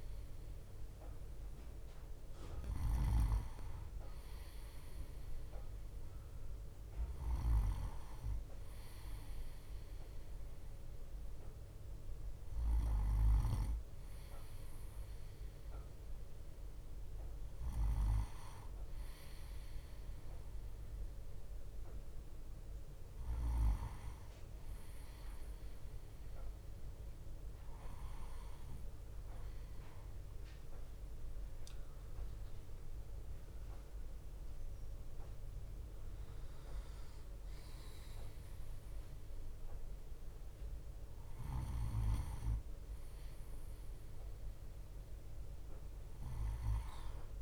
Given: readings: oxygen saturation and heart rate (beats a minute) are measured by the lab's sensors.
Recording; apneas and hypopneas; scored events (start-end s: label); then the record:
breathing in sleep by a room microphone; none
none scored
From the record:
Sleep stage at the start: N2 (light sleep); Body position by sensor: on the right side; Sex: male